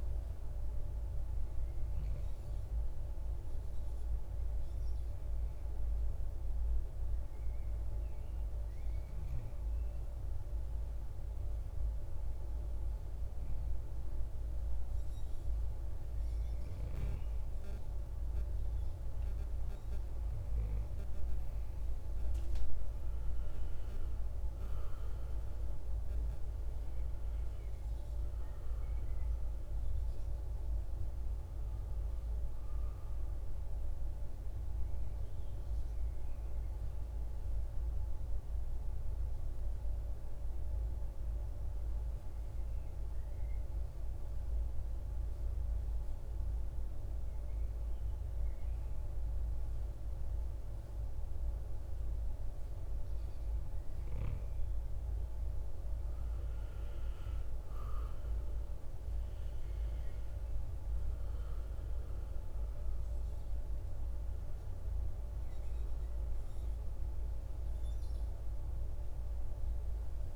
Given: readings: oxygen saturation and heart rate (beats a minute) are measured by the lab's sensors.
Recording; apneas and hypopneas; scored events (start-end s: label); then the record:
breathing in sleep, hard to hear, by a room microphone; 2
0.00-12.50 s: oxygen desaturation (device-marked, oxygen 93% lowest, heart rate 53 extreme)
5.50-17.00 s: hypopnea (oxygen 98% before, 91% lowest, heart rate 58 before, 53 extreme, up 10 after)
21.00-25.50 s: arousal
37.00-52.00 s: mixed apnea (oxygen 96% before, 91% lowest, heart rate 59 before, 52 extreme, up 11 after)
55.00-59.50 s: arousal
63.50-70.36 s: oxygen desaturation (device-marked, oxygen 97% before, 91% lowest, heart rate 59 before, 51 extreme)
From the record:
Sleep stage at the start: N2 (light sleep); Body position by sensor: on the right side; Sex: male